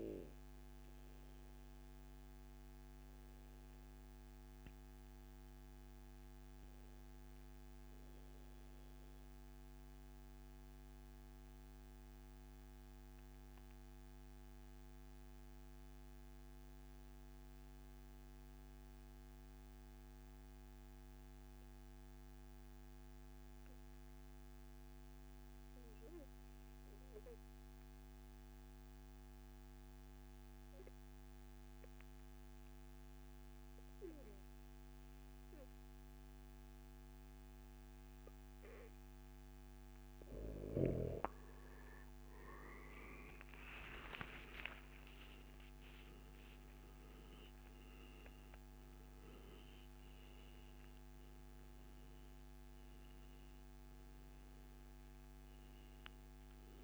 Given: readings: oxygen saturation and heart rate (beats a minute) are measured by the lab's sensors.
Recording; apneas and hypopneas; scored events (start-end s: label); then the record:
breathing in sleep by a microphone on the trachea; 1
0.00-15.50 s: oxygen desaturation (device-marked, oxygen 91% lowest, heart rate 94 extreme)
9.00-11.00 s: long interval between heartbeats (device-marked, heart rate 114 before, 116 extreme)
10.50-38.00 s: mixed apnea (oxygen 96% before, 89% lowest, heart rate 114 before, 94 extreme, up 24 after)
23.00-25.00 s: long interval between heartbeats (device-marked, heart rate 108 before, 94 extreme)
28.50-30.50 s: long interval between heartbeats (device-marked, heart rate 105 before, 109 extreme)
32.50-34.50 s: long interval between heartbeats (device-marked, heart rate 103 before, 98 extreme)
37.50-47.50 s: oxygen desaturation (device-marked, oxygen 97% before, 93% lowest, heart rate 102 before, 107 extreme)
40.00-43.50 s: arousal
53.50-56.84 s: oxygen desaturation (device-marked, oxygen 94% before, 89% lowest, heart rate 114 before, 141 extreme)
From the record:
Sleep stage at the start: REM sleep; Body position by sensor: on the back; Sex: male